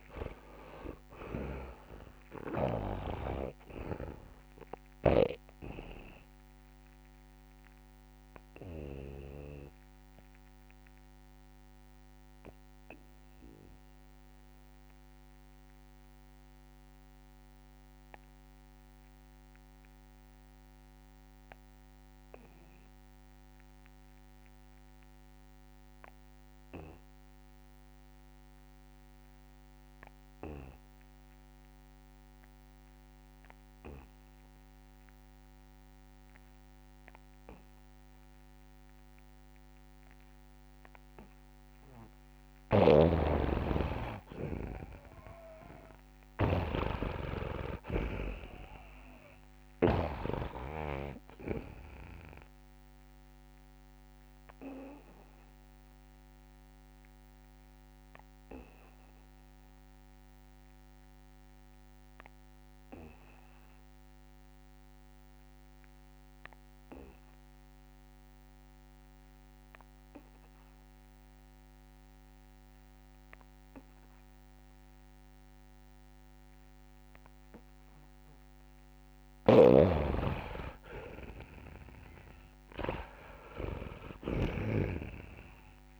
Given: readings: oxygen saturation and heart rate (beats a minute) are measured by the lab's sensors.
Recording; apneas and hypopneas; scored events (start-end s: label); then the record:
breathing in sleep by a microphone on the trachea; 2
0.00-1.50 s: snoring (device-marked)
0.00-2.00 s: long interval between heartbeats (device-marked, heart rate 65 before, 63 extreme)
0.00-19.50 s: oxygen desaturation (device-marked, oxygen 78% lowest, heart rate 37 extreme)
3.50-9.00 s: snoring (device-marked)
4.00-6.00 s: long interval between heartbeats (device-marked, heart rate 64 before, 37 extreme)
8.50-42.50 s: obstructive apnea (oxygen 98% before, 78% lowest, heart rate 59 before, 37 extreme, up 12 after)
16.00-18.00 s: long interval between heartbeats (device-marked, heart rate 58 before, 67 extreme)
35.50-71.50 s: oxygen desaturation (device-marked, oxygen 99% before, 78% lowest, heart rate 64 before, 36 extreme)
42.50-50.00 s: snoring (device-marked)
43.00-45.00 s: long interval between heartbeats (device-marked, heart rate 66 before, 75 extreme)
45.50-50.00 s: arousal
46.50-48.50 s: long interval between heartbeats (device-marked, heart rate 68 before, 73 extreme)
50.50-52.50 s: long interval between heartbeats (device-marked, heart rate 68 before, 37 extreme)
55.50-79.00 s: obstructive apnea (oxygen 99% before, 78% lowest, heart rate 62 before, 36 extreme, up 1 after)
62.00-64.00 s: long interval between heartbeats (device-marked, heart rate 61 before, 68 extreme)
79.00-86.00 s: snoring (device-marked)
79.50-81.50 s: long interval between heartbeats (device-marked, heart rate 65 before, 66 extreme)
81.00-84.50 s: arousal
82.50-86.00 s: oxygen desaturation (device-marked, oxygen 97% before, 80% lowest, heart rate 65 before, 36 extreme)
83.00-85.00 s: long interval between heartbeats (device-marked, heart rate 65 before, 47 extreme)
From the record:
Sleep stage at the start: N2 (light sleep); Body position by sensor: on the back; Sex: male